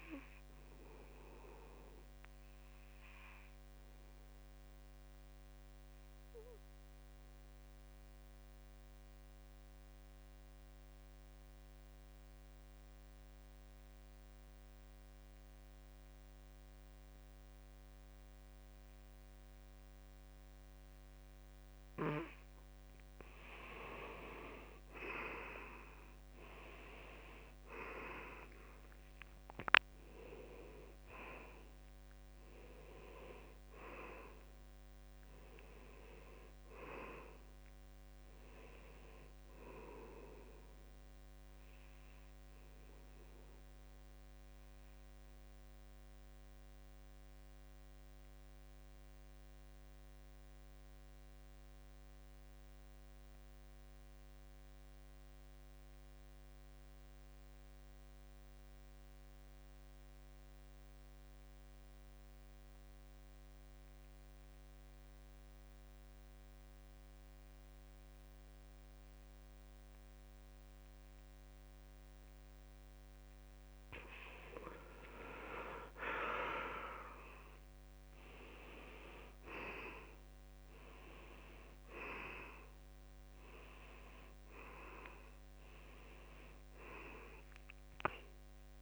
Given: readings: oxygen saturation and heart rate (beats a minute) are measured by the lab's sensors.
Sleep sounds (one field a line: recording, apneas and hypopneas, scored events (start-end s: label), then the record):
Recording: breathing in sleep by a microphone on the trachea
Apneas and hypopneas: 2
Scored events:
0.00-10.00 s: oxygen desaturation (device-marked, oxygen 84% lowest, heart rate 68 extreme)
1.00-22.50 s: obstructive apnea (oxygen 95% before, 83% lowest, heart rate 73 before, 68 extreme, up 10 after)
13.00-15.00 s: long interval between heartbeats (device-marked, heart rate 72 before, 69 extreme)
15.50-17.50 s: long interval between heartbeats (device-marked, heart rate 71 before, 74 extreme)
18.00-20.00 s: long interval between heartbeats (device-marked, heart rate 71 before, 69 extreme)
19.00-45.00 s: oxygen desaturation (device-marked, oxygen 92% before, 83% lowest, heart rate 71 before, 68 extreme)
20.50-22.50 s: long interval between heartbeats (device-marked, heart rate 71 before, 75 extreme)
25.00-29.00 s: arousal
41.50-73.50 s: obstructive apnea (oxygen 92% before, 82% lowest, heart rate 76 before, 67 extreme, up 6 after)
65.00-88.82 s: oxygen desaturation (device-marked, oxygen 95% before, 82% lowest, heart rate 69 before, 65 extreme)
71.00-73.00 s: long interval between heartbeats (device-marked, heart rate 71 before, 71 extreme)
75.50-79.50 s: arousal
From the record:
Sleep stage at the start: N2 (light sleep)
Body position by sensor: on the back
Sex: male